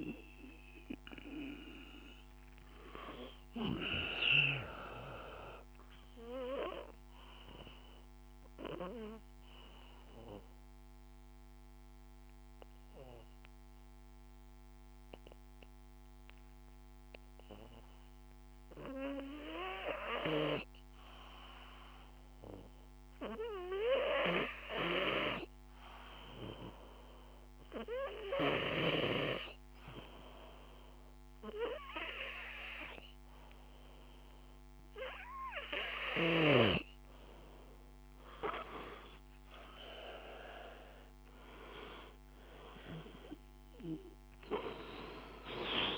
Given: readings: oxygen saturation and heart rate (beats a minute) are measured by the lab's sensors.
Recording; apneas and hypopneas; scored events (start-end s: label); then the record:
breathing in sleep by a microphone on the trachea; 1
0.00-14.00 s: oxygen desaturation (device-marked, oxygen 89% lowest, heart rate 52 extreme)
4.00-34.50 s: obstructive apnea (oxygen 97% before, 89% lowest, heart rate 56 before, 52 extreme, up 5 after)
36.00-45.98 s: oxygen desaturation (device-marked, oxygen 96% before, 91% lowest, heart rate 54 before, 52 extreme)
36.50-40.00 s: arousal
From the record:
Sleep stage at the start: N2 (light sleep); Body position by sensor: on the back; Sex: male